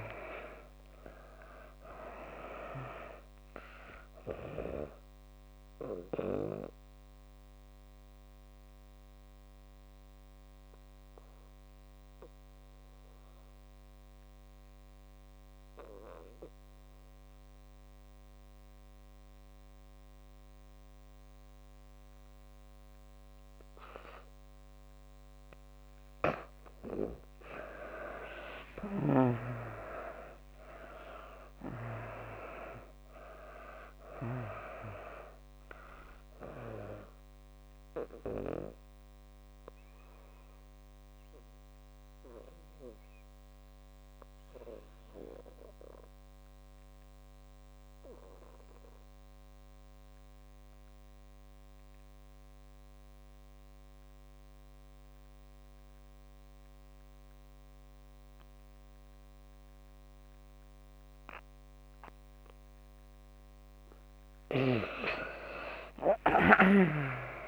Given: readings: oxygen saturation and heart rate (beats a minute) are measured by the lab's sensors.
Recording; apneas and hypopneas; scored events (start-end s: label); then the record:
breathing in sleep by a microphone on the trachea; 2
0.00-1.50 s: arousal
0.00-23.00 s: oxygen desaturation (device-marked, oxygen 78% lowest)
6.50-25.50 s: obstructive apnea (oxygen 97% before, 76% lowest)
28.00-32.00 s: arousal
28.00-55.00 s: oxygen desaturation (device-marked, oxygen 97% before, 78% lowest)
38.00-63.00 s: obstructive apnea (oxygen 97% before, 74% lowest)
57.00-67.48 s: oxygen desaturation (device-marked, oxygen 97% before, 74% lowest)
66.00-67.48 s: arousal
From the record:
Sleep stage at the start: N2 (light sleep); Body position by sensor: on the back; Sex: female